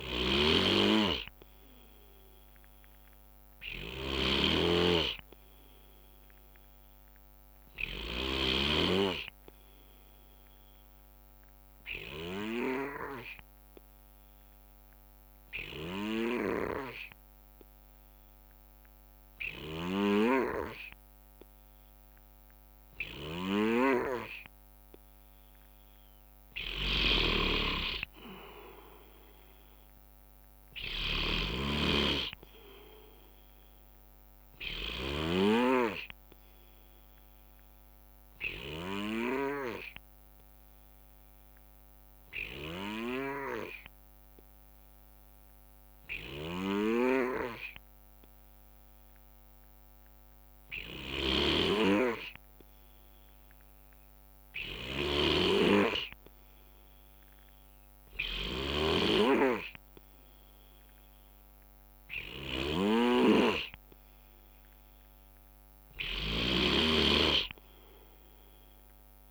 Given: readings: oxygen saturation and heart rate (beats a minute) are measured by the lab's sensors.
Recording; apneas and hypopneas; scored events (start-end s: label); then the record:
breathing in sleep by a microphone on the trachea; 2
0.00-8.50 s: snoring (device-marked)
0.00-15.00 s: oxygen desaturation (device-marked, oxygen 92% lowest, heart rate 62 extreme)
10.50-26.00 s: obstructive apnea (oxygen 97% before, 91% lowest, heart rate 64 before, 61 extreme, up 5 after)
20.00-39.50 s: snoring (device-marked)
28.50-32.50 s: arousal
30.00-48.00 s: oxygen desaturation (device-marked, oxygen 94% before, 91% lowest, heart rate 65 before, 61 extreme)
36.00-57.00 s: obstructive apnea (oxygen 94% before, 91% lowest, heart rate 67 before, 61 extreme, up 5 after)
51.00-69.31 s: snoring (device-marked)
62.00-66.50 s: arousal
From the record:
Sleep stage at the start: N2 (light sleep); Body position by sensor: on the right side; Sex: male